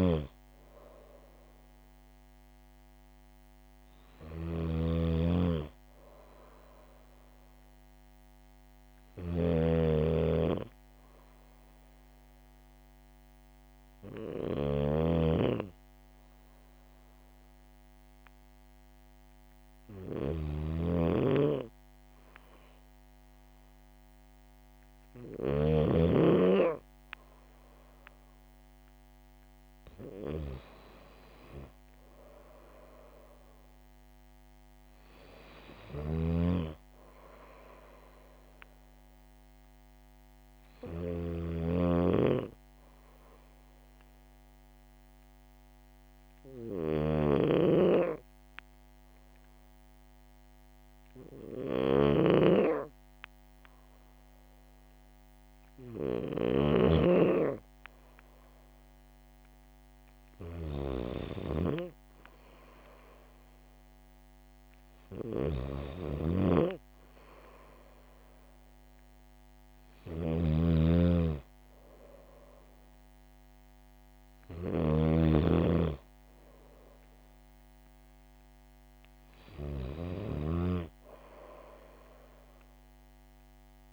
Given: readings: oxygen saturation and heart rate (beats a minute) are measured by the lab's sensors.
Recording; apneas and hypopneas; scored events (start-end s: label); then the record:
breathing in sleep by a microphone on the trachea; 1
0.00-25.50 s: snoring (device-marked)
31.50-36.00 s: arousal
35.50-41.00 s: snoring (device-marked)
42.50-55.00 s: hypopnea (oxygen 98% before, 95% lowest, heart rate 68 before, 66 extreme, up 2 after)
47.00-56.50 s: snoring (device-marked)
61.00-65.00 s: arousal
69.50-80.50 s: snoring (device-marked)
From the record:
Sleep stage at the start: N2 (light sleep); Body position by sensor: on the back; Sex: female